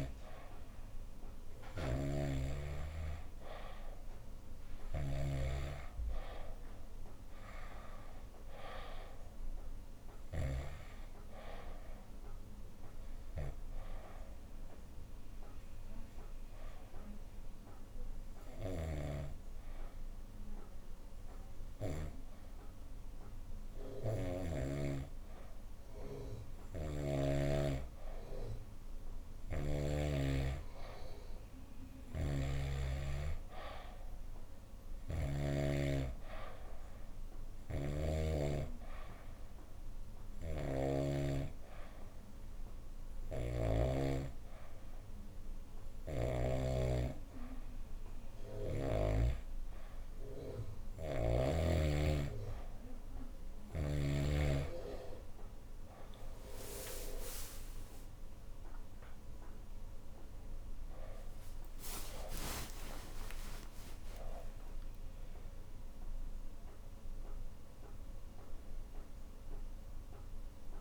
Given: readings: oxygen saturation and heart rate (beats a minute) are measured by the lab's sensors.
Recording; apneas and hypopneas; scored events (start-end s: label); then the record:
breathing in sleep by a room microphone; 2
0.00-10.50 s: snoring (device-marked)
14.50-26.50 s: hypopnea (oxygen 93% before, 89% lowest, heart rate 79 before, 74 extreme, up 2 after)
18.50-24.50 s: snoring (device-marked)
28.50-32.00 s: arousal
31.50-38.00 s: snoring (device-marked)
32.00-46.00 s: oxygen desaturation (device-marked, oxygen 94% before, 90% lowest, heart rate 77 before, 74 extreme)
39.50-51.00 s: hypopnea (oxygen 94% before, 89% lowest, heart rate 76 before, 74 extreme, up 8 after)
40.00-46.50 s: snoring (device-marked)
56.00-70.81 s: oxygen desaturation (device-marked, oxygen 93% before, 89% lowest, heart rate 76 before, 69 extreme)
58.00-63.50 s: arousal
From the record:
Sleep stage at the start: N2 (light sleep); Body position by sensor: on the back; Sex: female